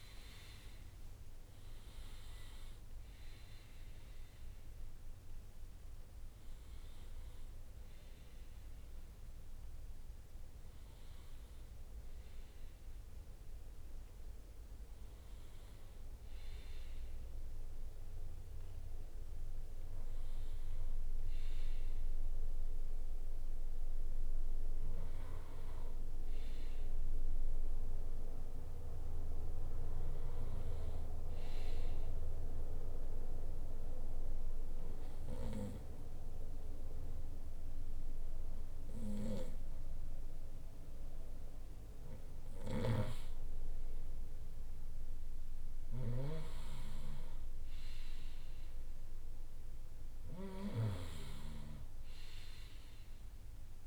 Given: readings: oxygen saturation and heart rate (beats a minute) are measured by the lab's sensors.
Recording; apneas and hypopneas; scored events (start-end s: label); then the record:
a person partly awake in a sleep study, by a room microphone; 1
22.00-53.87 s: new sleep stage, N2 (light sleep)
33.00-43.00 s: obstructive apnea (oxygen 98% before, 92% lowest, heart rate 65 before, 61 extreme, up 2 after)
39.00-53.87 s: snoring (device-marked)
45.00-50.50 s: arousal
From the record:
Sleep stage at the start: awake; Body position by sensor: on the right side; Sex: male